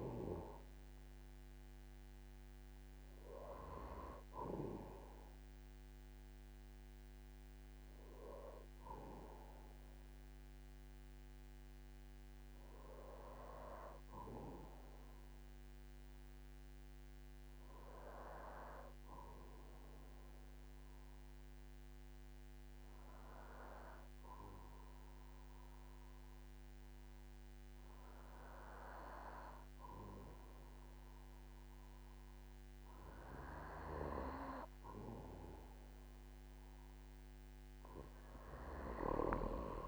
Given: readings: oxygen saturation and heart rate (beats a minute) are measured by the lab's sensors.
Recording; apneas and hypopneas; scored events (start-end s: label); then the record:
breathing in sleep by a microphone on the trachea; 1
0.00-18.00 s: oxygen desaturation (device-marked, oxygen 94% lowest, heart rate 46 extreme)
15.00-34.50 s: hypopnea (oxygen 98% before, 94% lowest, heart rate 53 before, 48 extreme, up 7 after)
From the record:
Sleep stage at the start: N2 (light sleep); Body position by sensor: on the back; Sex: male